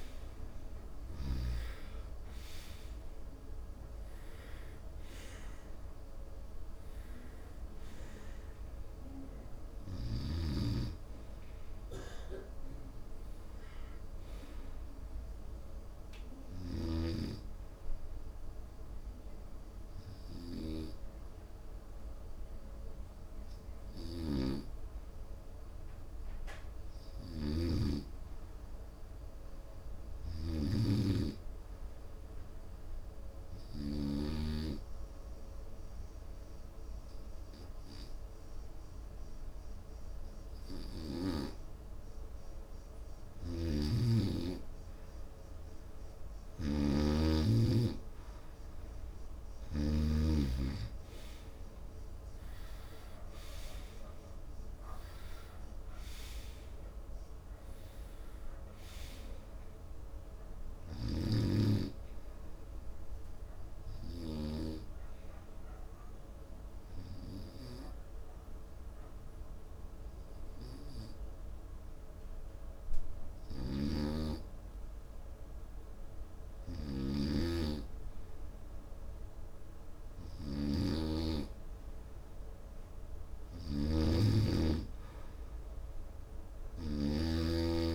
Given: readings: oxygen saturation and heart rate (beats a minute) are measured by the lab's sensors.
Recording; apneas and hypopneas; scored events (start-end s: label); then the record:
breathing in sleep by a room microphone; 3
16.00-28.00 s: hypopnea (oxygen 95% before, 89% lowest, heart rate 84 before, 69 extreme, up 2 after)
16.00-31.00 s: oxygen desaturation (device-marked, oxygen 93% before, 89% lowest, heart rate 84 before, 69 extreme)
29.50-32.00 s: arousal
35.50-46.00 s: obstructive apnea (oxygen 97% before, 91% lowest, heart rate 76 before, 70 extreme, up 9 after)
48.00-51.00 s: arousal
50.00-63.00 s: oxygen desaturation (device-marked, oxygen 96% before, 92% lowest, heart rate 72 before, 74 extreme)
65.50-78.00 s: obstructive apnea (oxygen 97% before, 91% lowest, heart rate 78 before, 72 extreme, up 0 after)
80.50-83.50 s: arousal
84.00-87.95 s: snoring (device-marked)
From the record:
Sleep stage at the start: N2 (light sleep); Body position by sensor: on the right side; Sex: male